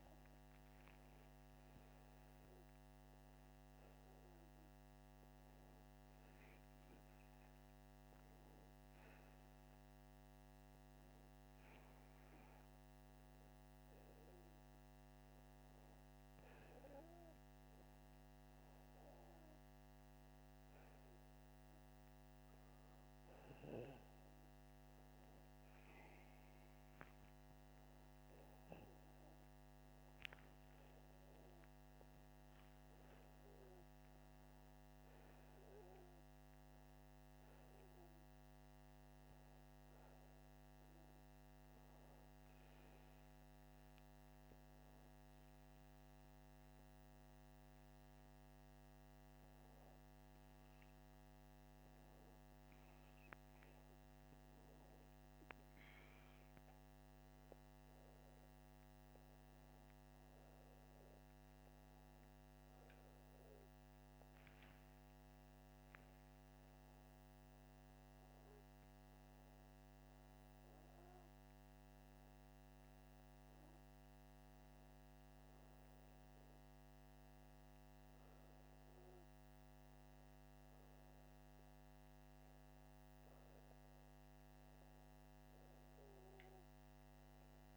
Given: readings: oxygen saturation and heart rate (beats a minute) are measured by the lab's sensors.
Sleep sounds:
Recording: breathing in sleep, hard to hear, by a microphone on the trachea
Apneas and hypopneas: none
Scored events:
0.00-4.00 s: arousal
65.50-69.50 s: arousal
From the record:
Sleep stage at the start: N2 (light sleep)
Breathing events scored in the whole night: 122 in 5.9 hours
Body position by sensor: upright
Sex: male

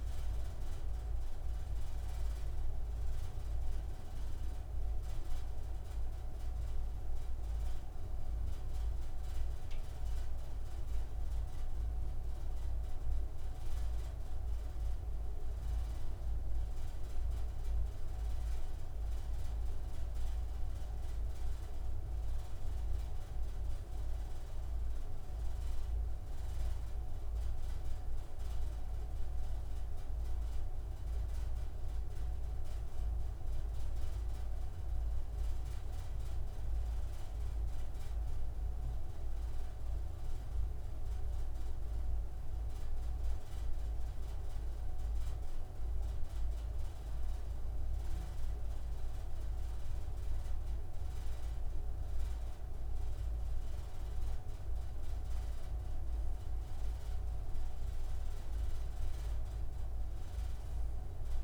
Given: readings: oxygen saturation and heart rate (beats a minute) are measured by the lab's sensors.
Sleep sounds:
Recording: breathing in sleep, hard to hear, by a room microphone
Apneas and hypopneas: none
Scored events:
none scored
From the record:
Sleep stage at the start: N3 (deep sleep)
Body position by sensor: on the right side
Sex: male

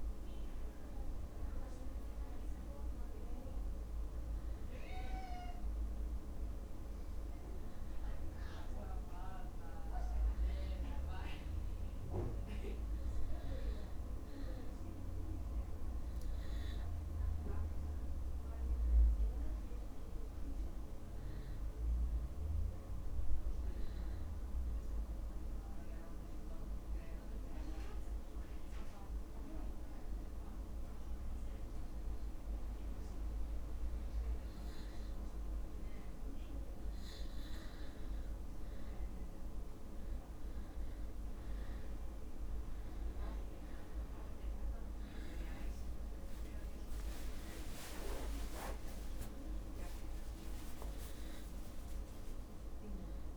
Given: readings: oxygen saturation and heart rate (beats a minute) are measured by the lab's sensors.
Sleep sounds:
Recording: breathing in sleep, hard to hear, by a room microphone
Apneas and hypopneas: 1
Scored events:
16.00-20.00 s: arousal
26.50-37.50 s: obstructive apnea (oxygen 96% before, 93% lowest, heart rate 50 before, 50 extreme, up 15 after)
39.00-41.00 s: long interval between heartbeats (device-marked, heart rate 50 before, 59 extreme)
40.50-44.50 s: arousal
45.50-47.50 s: long interval between heartbeats (device-marked, heart rate 53 before, 65 extreme)
49.00-51.00 s: long interval between heartbeats (device-marked, heart rate 59 before, 96 extreme)
49.00-53.37 s: drop in pulse transit time (device-marked, heart rate 59 before, 50 extreme)
50.50-53.37 s: arousal
From the record:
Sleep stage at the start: N1 (lightest sleep)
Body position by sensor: on the back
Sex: male

